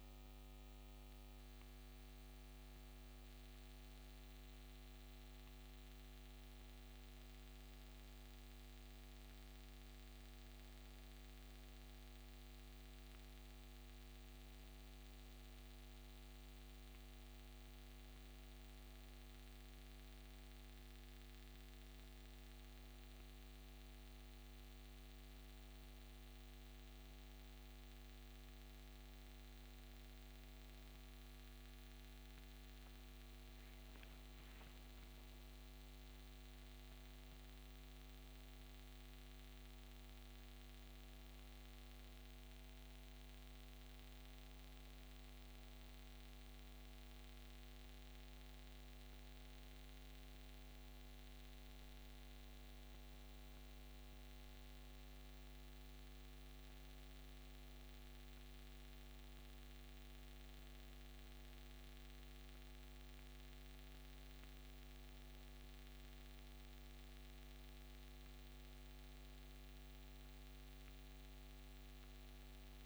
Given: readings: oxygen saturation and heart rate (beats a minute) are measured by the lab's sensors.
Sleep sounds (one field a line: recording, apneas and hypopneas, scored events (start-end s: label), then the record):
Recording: breathing in sleep, hard to hear, by a microphone on the trachea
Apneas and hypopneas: none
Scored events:
none scored
From the record:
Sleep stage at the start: N2 (light sleep)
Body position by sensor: on the back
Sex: female